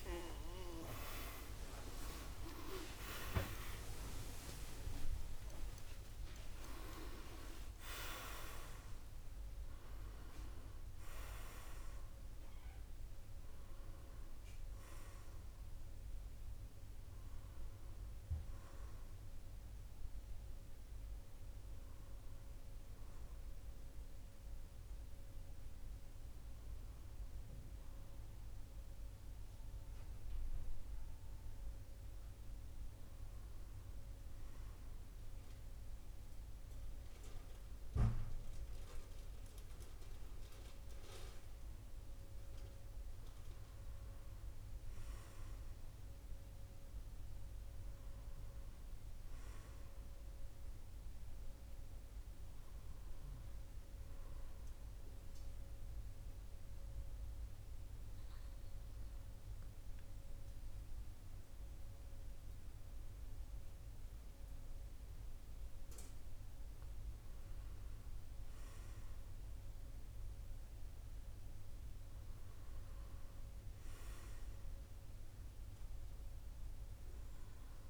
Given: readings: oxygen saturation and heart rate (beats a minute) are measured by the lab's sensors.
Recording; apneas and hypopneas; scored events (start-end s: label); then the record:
breathing in sleep by a room microphone; 1
0.00-3.00 s: arousal
0.00-9.50 s: oxygen desaturation (device-marked, oxygen 90% lowest, heart rate 54 extreme)
4.50-34.50 s: new sleep stage, N1 (lightest sleep)
34.50-77.90 s: new sleep stage, N2 (light sleep)
55.00-66.50 s: obstructive apnea (oxygen 100% before, 93% lowest, heart rate 53 before, 49 extreme, up 4 after)
74.00-77.90 s: arousal
From the record:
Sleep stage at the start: N2 (light sleep); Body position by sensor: on the back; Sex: male